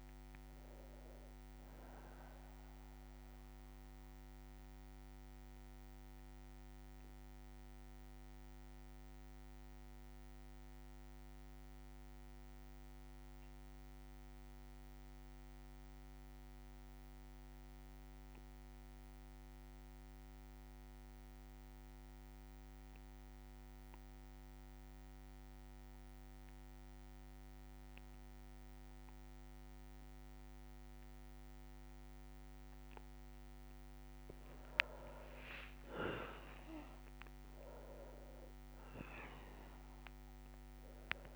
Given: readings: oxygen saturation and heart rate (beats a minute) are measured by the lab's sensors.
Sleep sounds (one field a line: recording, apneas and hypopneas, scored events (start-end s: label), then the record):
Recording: breathing in sleep, hard to hear, by a microphone on the trachea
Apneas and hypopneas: 1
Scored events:
0.00-17.00 s: oxygen desaturation (device-marked, oxygen 89% lowest, heart rate 56 extreme)
4.50-32.50 s: obstructive apnea (oxygen 99% before, 89% lowest, heart rate 68 before, 59 extreme)
11.00-13.00 s: bradycardia (device-marked, heart rate 67 before, 60 extreme)
34.00-41.36 s: tachycardia (device-marked, heart rate 67 before, 130 extreme)
35.00-41.36 s: oxygen desaturation (device-marked, oxygen 99% before, 92% lowest, heart rate 61 before, 59 extreme)
35.50-39.50 s: arousal
37.50-39.50 s: long interval between heartbeats (device-marked, heart rate 64 before, 109 extreme)
From the record:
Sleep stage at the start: N2 (light sleep)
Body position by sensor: on the back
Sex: male